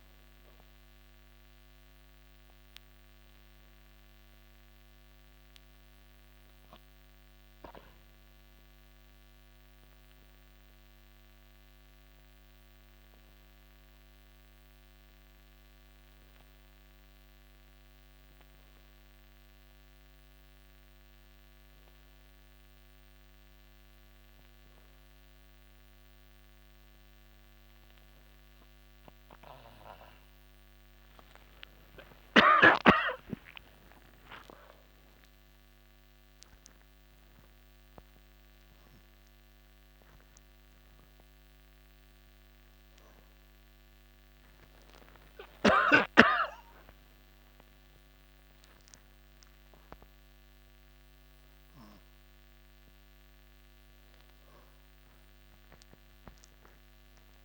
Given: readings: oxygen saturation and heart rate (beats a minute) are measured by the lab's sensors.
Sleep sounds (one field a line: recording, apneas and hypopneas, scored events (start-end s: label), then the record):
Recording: a person partly awake in a sleep study, by a microphone on the trachea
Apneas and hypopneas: none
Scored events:
43.00-57.45 s: new sleep stage, awake
From the record:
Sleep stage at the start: N2 (light sleep)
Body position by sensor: on the back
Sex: male